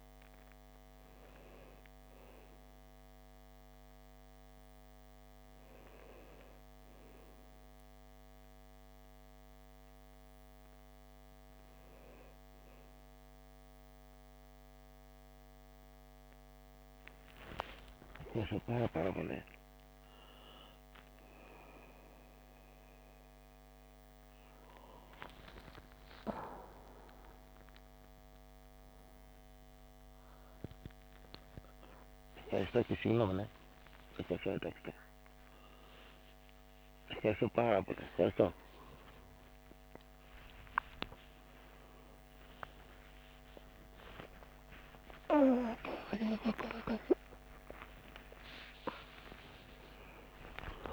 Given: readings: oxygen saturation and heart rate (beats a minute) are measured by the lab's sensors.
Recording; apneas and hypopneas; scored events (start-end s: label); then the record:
a person awake in a sleep study, by a microphone on the trachea; none
none scored
From the record:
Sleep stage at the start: awake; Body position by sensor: on the back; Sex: male